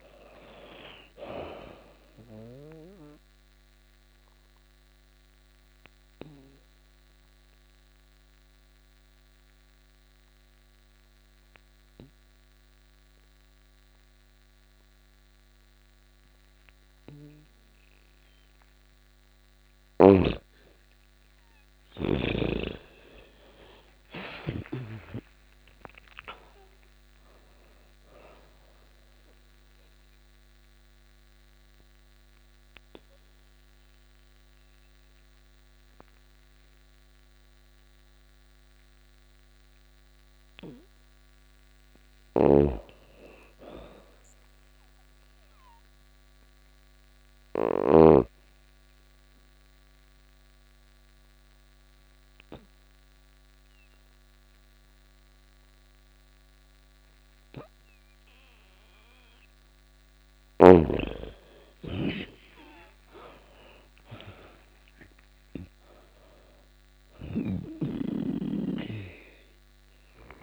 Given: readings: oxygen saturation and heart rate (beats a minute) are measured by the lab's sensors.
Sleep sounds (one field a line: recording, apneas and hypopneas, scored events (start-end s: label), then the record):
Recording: breathing in sleep by a microphone on the trachea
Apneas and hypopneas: 3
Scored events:
2.00-15.00 s: oxygen desaturation (device-marked, oxygen 99% before, 89% lowest)
2.00-18.00 s: obstructive apnea (oxygen 99% before, 86% lowest)
20.00-25.00 s: arousal
26.00-43.00 s: oxygen desaturation (device-marked, oxygen 98% before, 86% lowest)
29.00-39.50 s: mixed apnea (oxygen 98% before, 86% lowest)
41.50-45.50 s: arousal
41.50-47.50 s: snoring (device-marked)
47.50-59.00 s: obstructive apnea (oxygen 99% before, 86% lowest)
52.00-60.00 s: oxygen desaturation (device-marked, oxygen 99% before, 93% lowest)
61.00-64.50 s: arousal
65.00-70.43 s: oxygen desaturation (device-marked, oxygen 95% before, 86% lowest)
66.00-70.00 s: snoring (device-marked)
From the record:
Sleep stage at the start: N2 (light sleep)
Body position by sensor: on the back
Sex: female